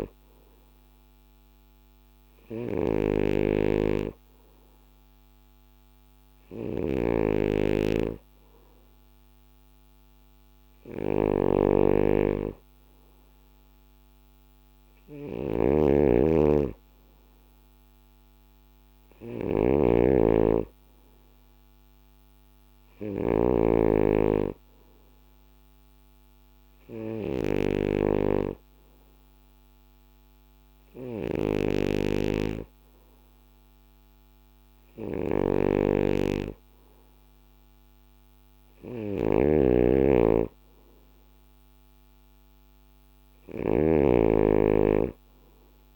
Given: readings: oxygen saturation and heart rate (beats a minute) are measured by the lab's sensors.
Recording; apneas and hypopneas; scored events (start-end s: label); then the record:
breathing in sleep by a microphone on the trachea; none
0.00-23.00 s: snoring (device-marked)
31.00-45.96 s: snoring (device-marked)
From the record:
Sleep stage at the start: N2 (light sleep); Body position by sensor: on the back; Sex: male